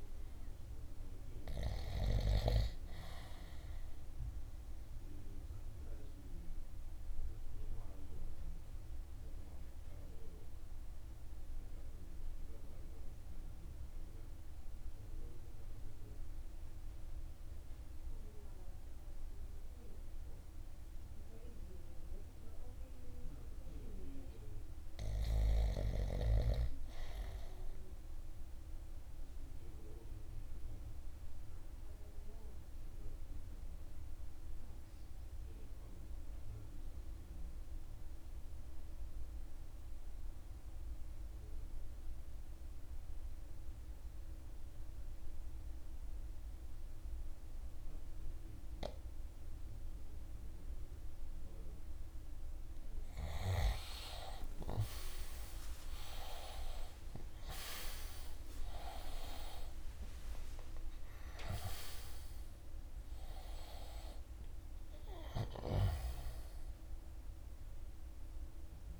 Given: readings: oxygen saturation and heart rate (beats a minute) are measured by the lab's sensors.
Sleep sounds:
breathing in sleep by a room microphone; 2
0.00-25.50 s: oxygen desaturation (device-marked, oxygen 85% lowest, heart rate 50 extreme)
4.00-23.50 s: obstructive apnea (oxygen 98% before, 85% lowest, heart rate 56 before, 50 extreme, up 2 after)
23.50-26.50 s: arousal
29.50-51.00 s: obstructive apnea (oxygen 97% before, 85% lowest, heart rate 50 before, 51 extreme, up 18 after)
53.50-69.00 s: new sleep stage, N1 (lightest sleep)
54.00-60.00 s: arousal
59.50-69.00 s: oxygen desaturation (device-marked, oxygen 94% before, 88% lowest, heart rate 55 before, 52 extreme)
From the record:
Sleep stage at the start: REM sleep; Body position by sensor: on the right side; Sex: male

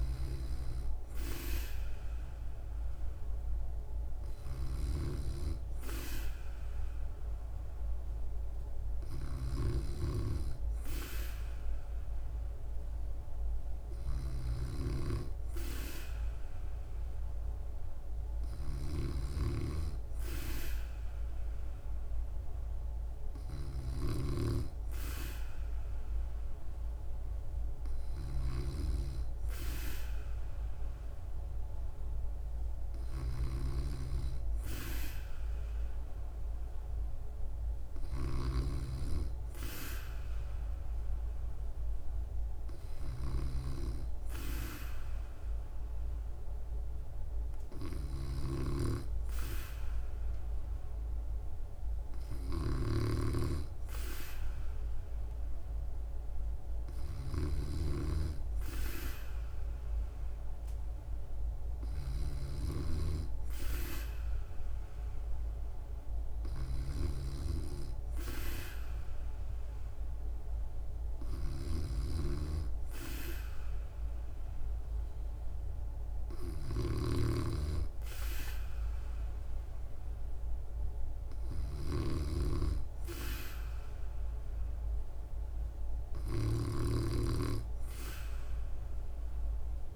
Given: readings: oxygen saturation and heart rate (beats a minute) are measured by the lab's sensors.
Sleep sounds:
breathing in sleep by a room microphone; none
4.50-38.50 s: snoring (device-marked)
48.00-89.96 s: snoring (device-marked)
From the record:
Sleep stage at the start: N2 (light sleep); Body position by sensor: on the back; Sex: female

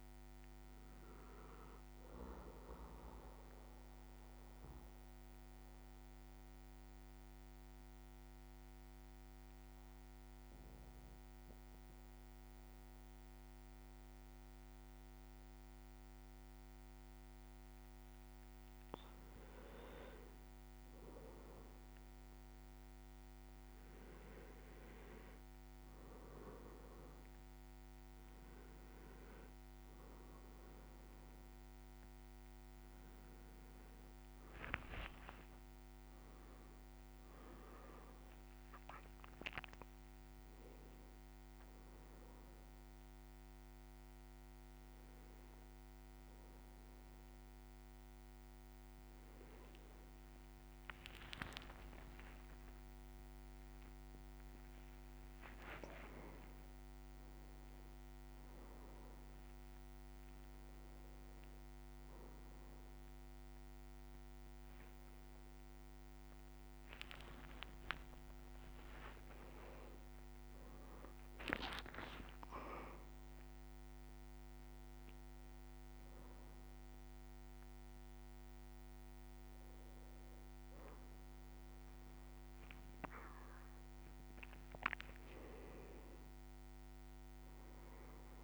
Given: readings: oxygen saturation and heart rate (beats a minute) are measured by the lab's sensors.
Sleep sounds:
a person partly awake in a sleep study, by a microphone on the trachea; 1
0.00-18.00 s: oxygen desaturation (device-marked, oxygen 95% lowest, heart rate 52 extreme)
3.50-18.50 s: obstructive apnea (oxygen 99% before, 95% lowest, heart rate 55 before, 52 extreme, up 3 after)
20.50-25.00 s: arousal
45.00-75.00 s: new sleep stage, awake
75.00-88.44 s: new sleep stage, N1 (lightest sleep)
From the record:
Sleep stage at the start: N2 (light sleep); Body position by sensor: on the back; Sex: male

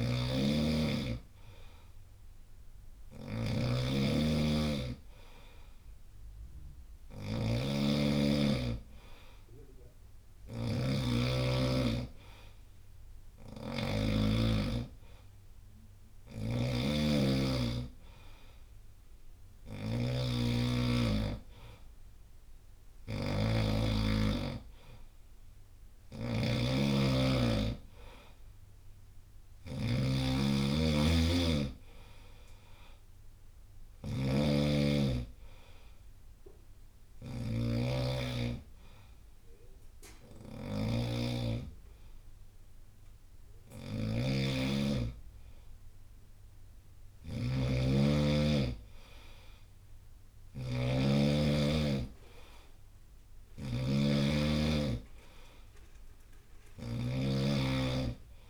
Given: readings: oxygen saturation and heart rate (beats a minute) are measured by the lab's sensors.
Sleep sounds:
breathing in sleep by a room microphone; 1
0.00-13.50 s: snoring (device-marked)
15.50-58.50 s: snoring (device-marked)
34.50-45.50 s: hypopnea (oxygen 93% before, 90% lowest, heart rate 69 before, 63 extreme, up 3 after)
45.50-48.50 s: arousal
From the record:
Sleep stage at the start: N2 (light sleep); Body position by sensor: on the right side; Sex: male

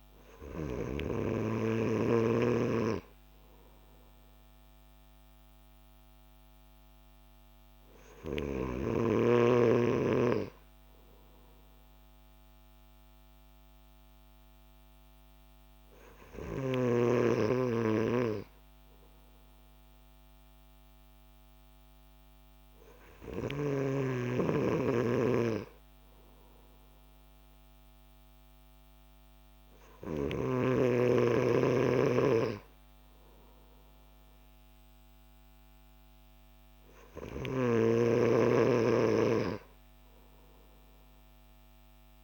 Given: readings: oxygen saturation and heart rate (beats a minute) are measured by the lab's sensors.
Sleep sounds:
breathing in sleep by a microphone on the trachea; none
none scored
From the record:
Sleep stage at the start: N3 (deep sleep); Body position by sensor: on the back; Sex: male

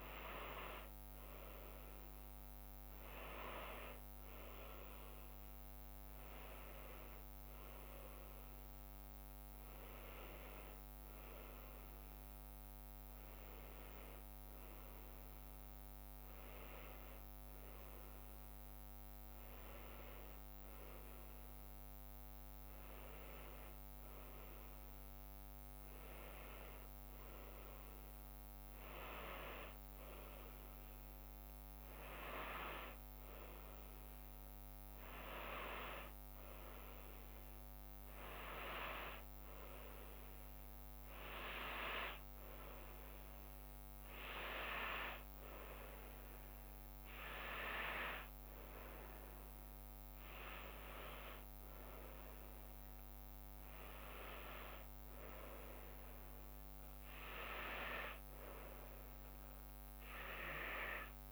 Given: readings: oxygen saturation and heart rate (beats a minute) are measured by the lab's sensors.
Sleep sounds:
breathing in sleep by a microphone on the trachea; none
none scored
From the record:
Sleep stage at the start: N2 (light sleep); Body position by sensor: on the back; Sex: female

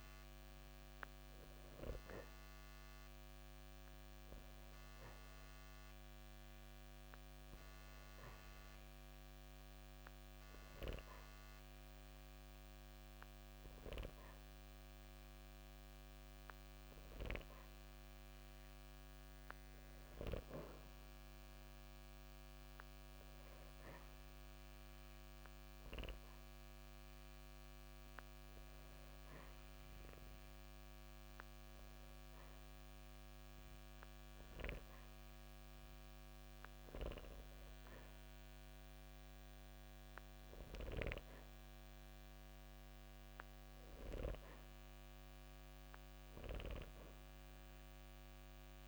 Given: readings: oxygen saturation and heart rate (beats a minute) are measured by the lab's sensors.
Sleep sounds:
breathing in sleep by a microphone on the trachea; 1
24.50-38.50 s: hypopnea (oxygen 94% before, 90% lowest, heart rate 61 before, 55 extreme, up 2 after)
41.50-45.50 s: arousal
From the record:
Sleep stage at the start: N2 (light sleep); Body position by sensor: on the back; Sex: male

